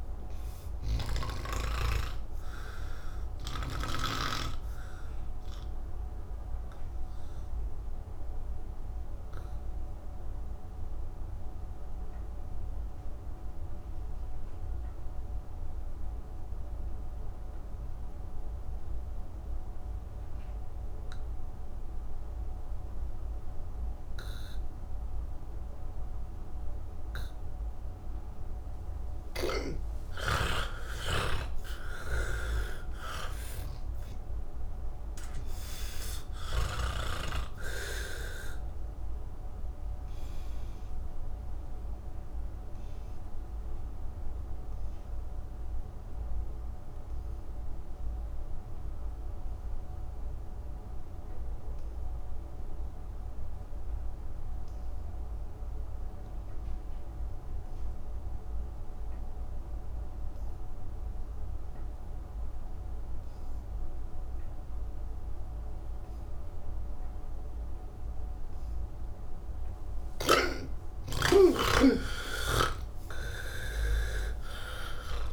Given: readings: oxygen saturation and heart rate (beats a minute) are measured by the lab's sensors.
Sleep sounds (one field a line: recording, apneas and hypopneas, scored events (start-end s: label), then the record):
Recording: breathing in sleep by a room microphone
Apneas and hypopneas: 2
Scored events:
0.00-15.00 s: oxygen desaturation (device-marked, oxygen 80% lowest, heart rate 26 extreme)
6.50-29.50 s: obstructive apnea (oxygen 99% before, 80% lowest, heart rate 103 before, 26 extreme)
22.00-54.00 s: oxygen desaturation (device-marked, oxygen 98% before, 81% lowest)
29.50-37.50 s: snoring (device-marked)
43.00-70.00 s: obstructive apnea (oxygen 98% before, 78% lowest)
56.00-75.33 s: oxygen desaturation (device-marked, oxygen 98% before, 78% lowest, heart rate 166 before, 126 extreme)
70.50-74.50 s: snoring (device-marked)
From the record:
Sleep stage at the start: N2 (light sleep)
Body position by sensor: on the back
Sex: male